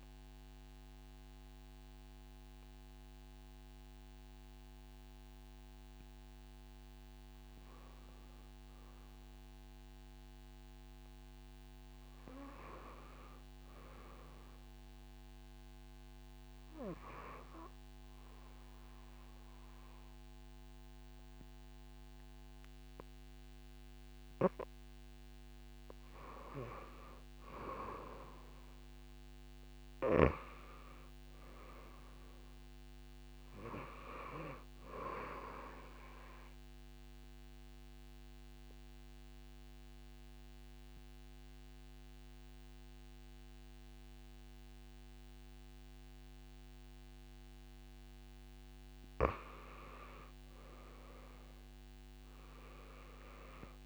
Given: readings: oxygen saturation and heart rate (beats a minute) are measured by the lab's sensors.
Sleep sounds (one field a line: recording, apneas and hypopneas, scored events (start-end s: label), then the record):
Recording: breathing in sleep by a microphone on the trachea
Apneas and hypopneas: 1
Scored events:
0.00-9.00 s: oxygen desaturation (device-marked, oxygen 84% lowest)
14.00-17.00 s: tachycardia (device-marked)
18.50-23.00 s: arousal
24.00-44.00 s: oxygen desaturation (device-marked, oxygen 98% before, 91% lowest)
36.50-48.50 s: obstructive apnea (oxygen 99% before, 90% lowest)
51.00-53.86 s: arousal
From the record:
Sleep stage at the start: N2 (light sleep)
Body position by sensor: on the back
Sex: female